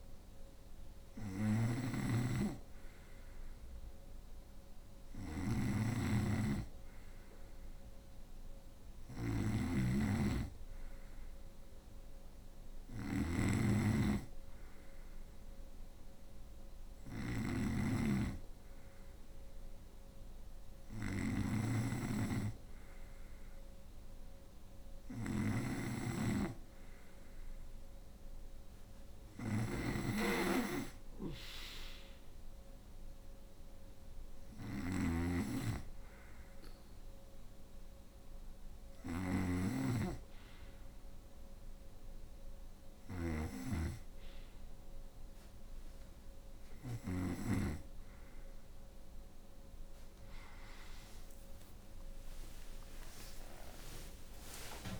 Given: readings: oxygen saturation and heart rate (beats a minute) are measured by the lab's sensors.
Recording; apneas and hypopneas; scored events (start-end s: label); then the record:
breathing in sleep by a room microphone; none
0.00-55.00 s: snoring (device-marked)
52.00-55.00 s: arousal
From the record:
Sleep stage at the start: N2 (light sleep); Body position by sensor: on the right side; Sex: female